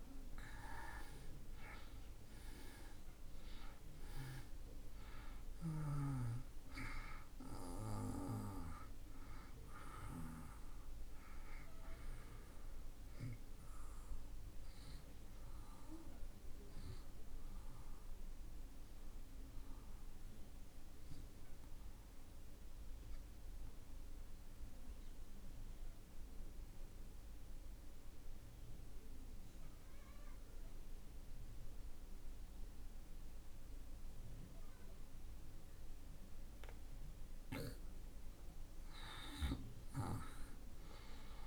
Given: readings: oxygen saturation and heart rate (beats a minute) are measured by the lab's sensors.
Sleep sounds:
breathing in sleep by a room microphone; 1
1.00-30.00 s: oxygen desaturation (device-marked, oxygen 96% before, 76% lowest)
19.00-36.00 s: obstructive apnea (oxygen 96% before, 74% lowest)
39.50-41.47 s: arousal
From the record:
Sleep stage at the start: N2 (light sleep); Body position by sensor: on the back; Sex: male

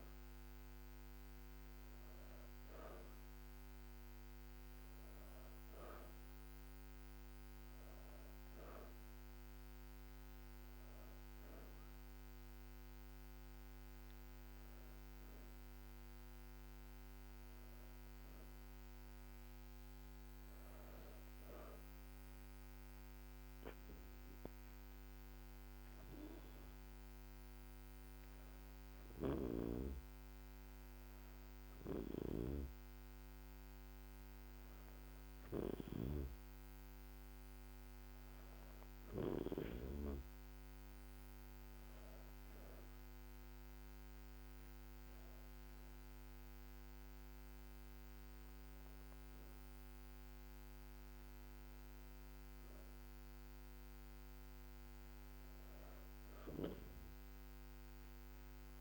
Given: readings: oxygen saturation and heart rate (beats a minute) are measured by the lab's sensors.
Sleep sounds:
breathing in sleep by a microphone on the trachea; 1
36.00-40.50 s: arousal
43.50-54.00 s: hypopnea (oxygen 97% before, 95% lowest, heart rate 76 before, 72 extreme, up 4 after)
From the record:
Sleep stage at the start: N2 (light sleep); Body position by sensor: on the back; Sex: female

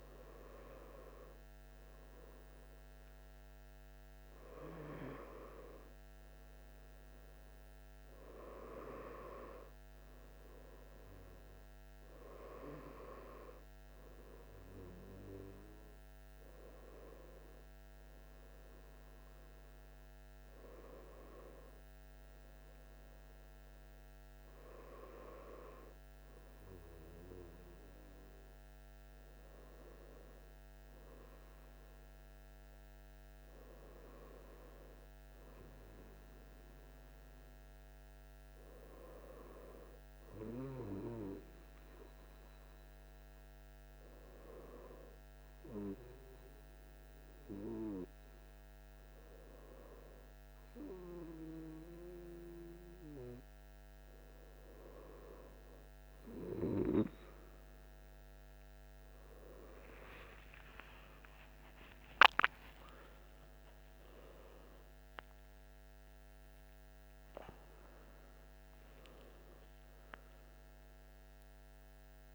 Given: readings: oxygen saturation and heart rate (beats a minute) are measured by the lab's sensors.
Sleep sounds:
breathing in sleep by a microphone on the trachea; none
60.50-66.50 s: arousal
From the record:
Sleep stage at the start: N1 (lightest sleep); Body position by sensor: on the back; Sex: male

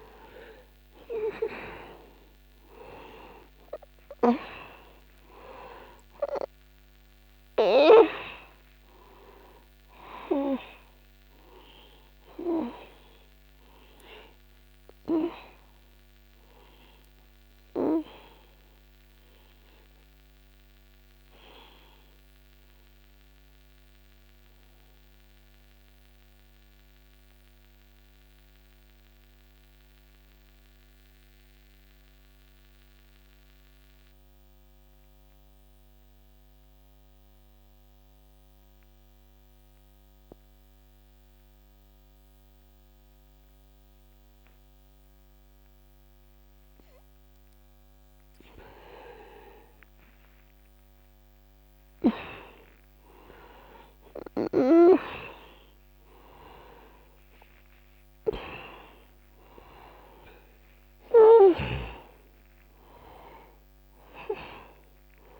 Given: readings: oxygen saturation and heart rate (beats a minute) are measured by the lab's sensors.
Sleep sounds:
breathing in sleep by a microphone on the trachea; 1
0.00-24.50 s: oxygen desaturation (device-marked, oxygen 87% lowest, heart rate 63 extreme)
21.00-51.50 s: mixed apnea (oxygen 96% before, 82% lowest, heart rate 64 before, 63 extreme, up 18 after)
51.50-65.40 s: oxygen desaturation (device-marked, oxygen 97% before, 93% lowest, heart rate 64 before, 62 extreme)
54.50-59.50 s: arousal
From the record:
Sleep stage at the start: N2 (light sleep); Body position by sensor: on the back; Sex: male

